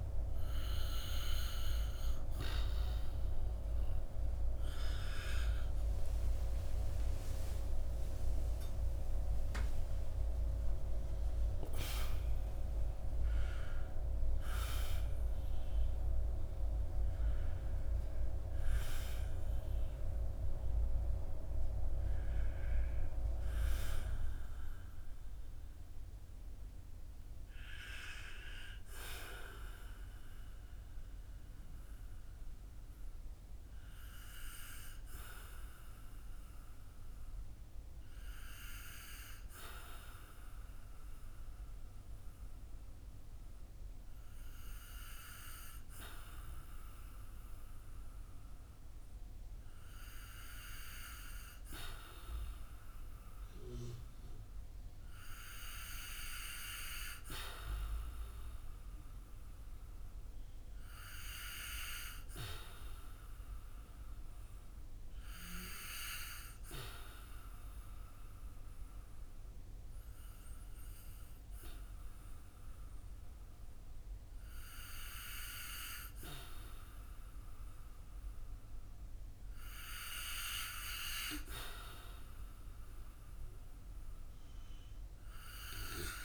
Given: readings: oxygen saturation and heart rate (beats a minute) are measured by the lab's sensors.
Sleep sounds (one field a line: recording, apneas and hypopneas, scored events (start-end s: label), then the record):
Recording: breathing in sleep by a room microphone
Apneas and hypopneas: 2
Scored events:
4.00-10.00 s: arousal
12.00-18.00 s: oxygen desaturation (device-marked, oxygen 95% before, 92% lowest, heart rate 65 before, 48 extreme)
29.50-49.00 s: hypopnea (oxygen 95% before, 92% lowest, heart rate 71 before, 48 extreme, up 11 after)
49.50-54.50 s: arousal
67.00-78.00 s: obstructive apnea (oxygen 97% before, 92% lowest, heart rate 57 before, 51 extreme, up 3 after)
80.50-85.00 s: arousal
From the record:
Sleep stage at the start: REM sleep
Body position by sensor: on the back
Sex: male